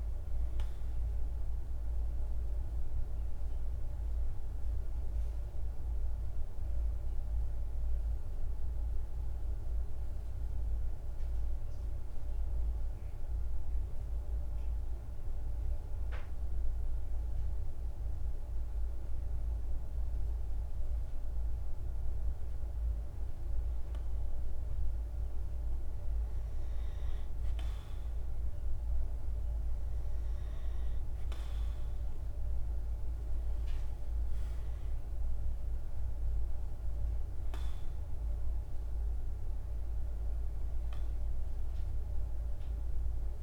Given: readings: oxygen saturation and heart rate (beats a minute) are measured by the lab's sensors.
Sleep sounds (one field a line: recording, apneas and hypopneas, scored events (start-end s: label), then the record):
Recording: breathing in sleep, hard to hear, by a room microphone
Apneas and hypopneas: 1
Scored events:
0.00-13.00 s: oxygen desaturation (device-marked, oxygen 92% lowest, heart rate 51 extreme)
7.00-19.00 s: central apnea (oxygen 97% before, 93% lowest, heart rate 59 before, 52 extreme, up 2 after)
21.50-25.00 s: arousal
28.00-43.43 s: oxygen desaturation (device-marked, oxygen 97% before, 93% lowest, heart rate 53 before, 52 extreme)
From the record:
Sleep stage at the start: N2 (light sleep)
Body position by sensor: on the right side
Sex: male